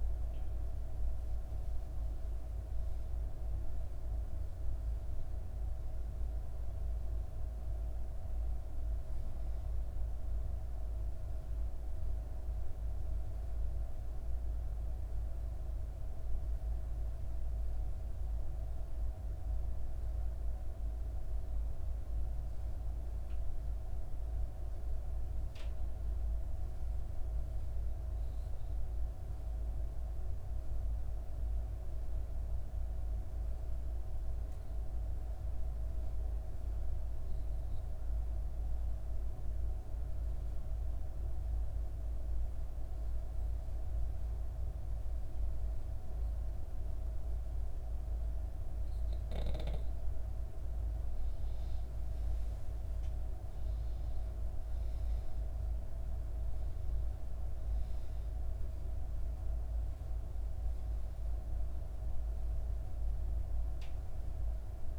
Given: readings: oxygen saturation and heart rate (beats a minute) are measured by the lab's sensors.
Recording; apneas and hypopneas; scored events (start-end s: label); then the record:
breathing in sleep, hard to hear, by a room microphone; 2
17.00-28.00 s: obstructive apnea (oxygen 95% before, 87% lowest, heart rate 64 before, 59 extreme, up 3 after)
29.50-32.50 s: arousal
36.50-50.50 s: obstructive apnea (oxygen 96% before, 87% lowest, heart rate 60 before, 60 extreme, up 5 after)
38.00-47.00 s: oxygen desaturation (device-marked, oxygen 96% before, 92% lowest, heart rate 60 before, 60 extreme)
52.00-55.00 s: arousal
54.00-64.99 s: new sleep stage, N1 (lightest sleep)
54.00-64.99 s: oxygen desaturation (device-marked, oxygen 93% before, 87% lowest, heart rate 61 before, 62 extreme)
From the record:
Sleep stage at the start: N2 (light sleep); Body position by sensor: on the back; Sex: female